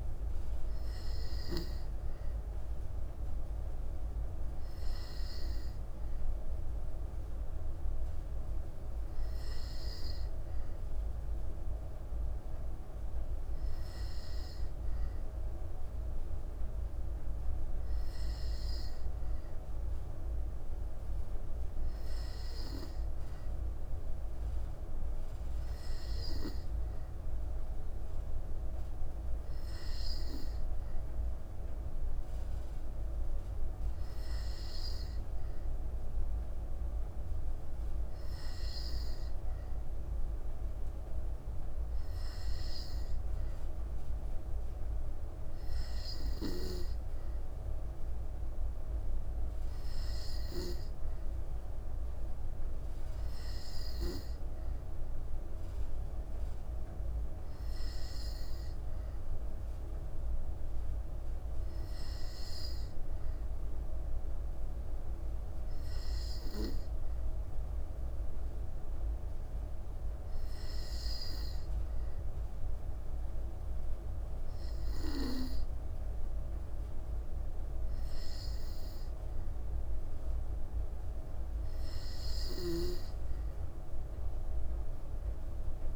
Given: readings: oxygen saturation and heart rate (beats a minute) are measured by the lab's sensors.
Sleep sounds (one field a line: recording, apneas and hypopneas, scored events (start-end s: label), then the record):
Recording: breathing in sleep, hard to hear, by a room microphone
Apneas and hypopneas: none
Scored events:
46.00-54.00 s: snoring (device-marked)
82.00-85.96 s: snoring (device-marked)
From the record:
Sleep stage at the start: N2 (light sleep)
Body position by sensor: on the back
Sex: female